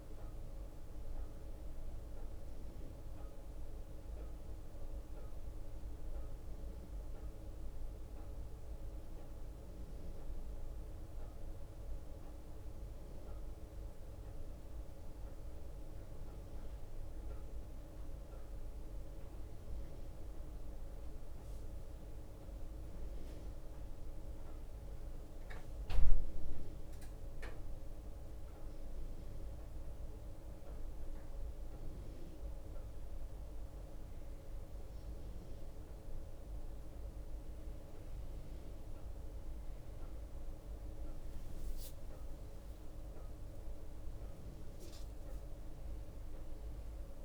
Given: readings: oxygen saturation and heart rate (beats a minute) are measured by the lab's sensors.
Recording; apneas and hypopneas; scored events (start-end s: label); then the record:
breathing in sleep, hard to hear, by a room microphone; 1
6.00-19.50 s: hypopnea (oxygen 93% before, 90% lowest, heart rate 62 before, 58 extreme, up 1 after)
23.50-28.00 s: arousal
24.50-32.50 s: bradycardia (device-marked, heart rate 63 before, 58 extreme)
From the record:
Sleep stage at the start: N1 (lightest sleep); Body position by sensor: on the right side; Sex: male